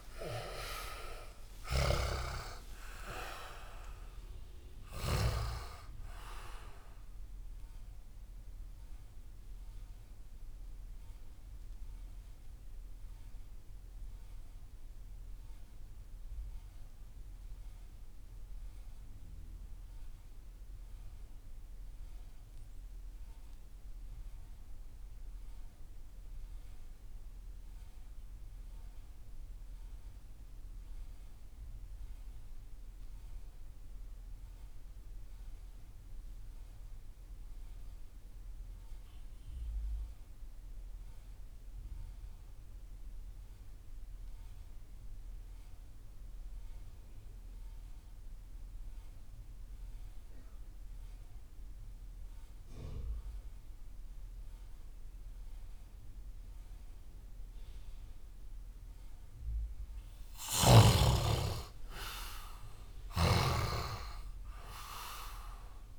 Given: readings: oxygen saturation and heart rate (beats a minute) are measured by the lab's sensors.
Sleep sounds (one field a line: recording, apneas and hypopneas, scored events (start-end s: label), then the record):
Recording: breathing in sleep by a room microphone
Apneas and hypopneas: 1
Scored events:
0.00-3.00 s: arousal
0.00-25.00 s: oxygen desaturation (device-marked, oxygen 73% lowest)
1.00-5.00 s: snoring (device-marked)
9.50-59.00 s: mixed apnea (oxygen 95% before, 70% lowest)
39.00-65.99 s: oxygen desaturation (device-marked, oxygen 98% before, 70% lowest)
60.50-63.50 s: arousal
62.50-65.99 s: snoring (device-marked)
From the record:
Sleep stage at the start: REM sleep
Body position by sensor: on the left side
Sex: male